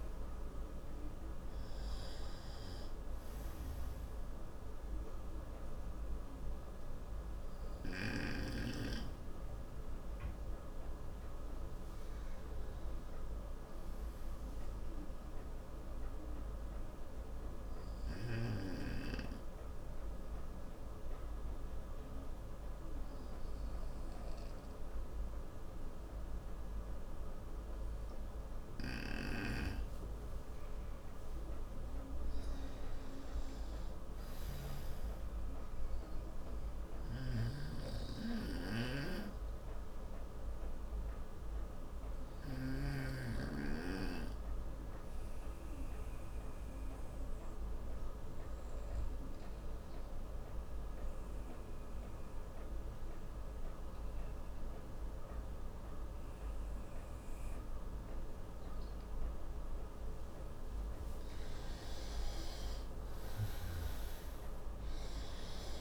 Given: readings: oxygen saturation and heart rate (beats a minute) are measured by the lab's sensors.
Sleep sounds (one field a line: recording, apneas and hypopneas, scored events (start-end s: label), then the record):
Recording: breathing in sleep by a room microphone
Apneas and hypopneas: 2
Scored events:
16.00-31.50 s: obstructive apnea (oxygen 96% before, 89% lowest, heart rate 70 before, 66 extreme, up 4 after)
20.00-27.00 s: oxygen desaturation (device-marked, oxygen 92% before, 89% lowest, heart rate 69 before, 66 extreme)
33.00-36.50 s: arousal
37.50-43.50 s: snoring (device-marked)
40.00-61.00 s: obstructive apnea (oxygen 97% before, 89% lowest, heart rate 67 before, 64 extreme, up 3 after)
52.00-62.00 s: oxygen desaturation (device-marked, oxygen 95% before, 92% lowest, heart rate 73 before, 64 extreme)
63.50-65.81 s: arousal
From the record:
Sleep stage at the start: N2 (light sleep)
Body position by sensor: on the right side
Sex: male